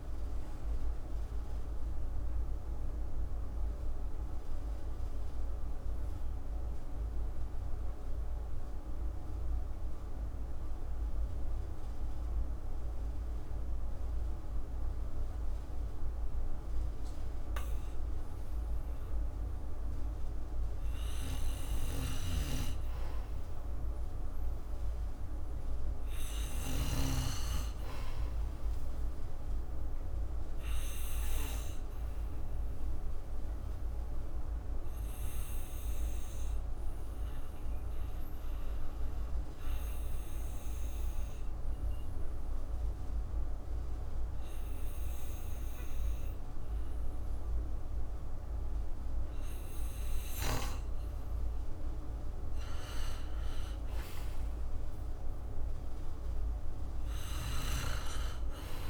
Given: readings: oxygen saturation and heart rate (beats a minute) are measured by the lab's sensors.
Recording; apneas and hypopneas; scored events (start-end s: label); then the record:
breathing in sleep by a room microphone; 2
0.00-19.00 s: oxygen desaturation (device-marked, oxygen 91% lowest, heart rate 54 extreme)
3.00-21.50 s: obstructive apnea (oxygen 99% before, 91% lowest, heart rate 63 before, 54 extreme, up 0 after)
23.50-26.50 s: arousal
31.50-50.50 s: obstructive apnea (oxygen 99% before, 91% lowest, heart rate 59 before, 54 extreme, up 6 after)
40.00-50.00 s: oxygen desaturation (device-marked, oxygen 97% before, 94% lowest, heart rate 58 before, 55 extreme)
52.50-56.00 s: arousal
From the record:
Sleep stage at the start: N2 (light sleep); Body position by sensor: on the back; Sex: male